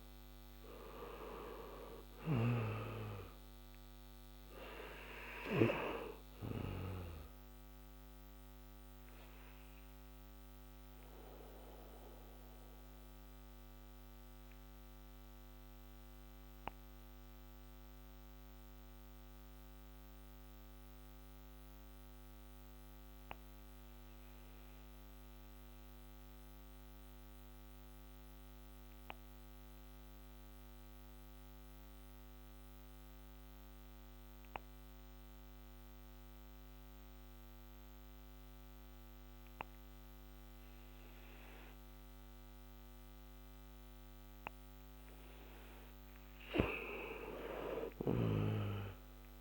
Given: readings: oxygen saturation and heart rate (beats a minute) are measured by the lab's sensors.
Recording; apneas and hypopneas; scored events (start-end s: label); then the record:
breathing in sleep by a microphone on the trachea; 1
0.00-3.50 s: arousal
0.00-30.50 s: oxygen desaturation (device-marked, oxygen 85% lowest, heart rate 57 extreme)
11.00-45.00 s: obstructive apnea (oxygen 97% before, 85% lowest, heart rate 69 before, 57 extreme, up 21 after)
46.50-49.41 s: oxygen desaturation (device-marked, oxygen 97% before, 92% lowest, heart rate 61 before, 57 extreme)
48.00-49.41 s: arousal
From the record:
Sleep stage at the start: N2 (light sleep); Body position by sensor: on the back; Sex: male